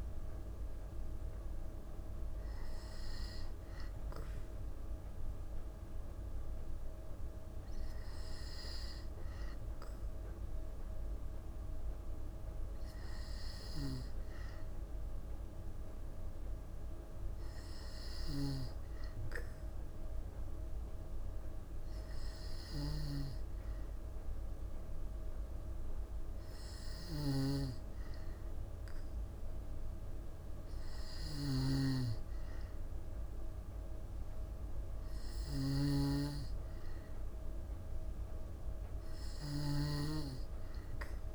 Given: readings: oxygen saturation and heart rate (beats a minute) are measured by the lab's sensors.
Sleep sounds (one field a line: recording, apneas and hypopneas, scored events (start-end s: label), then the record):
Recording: breathing in sleep by a room microphone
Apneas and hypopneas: none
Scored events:
17.50-41.35 s: snoring (device-marked)
From the record:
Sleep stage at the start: N2 (light sleep)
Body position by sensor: on the back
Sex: female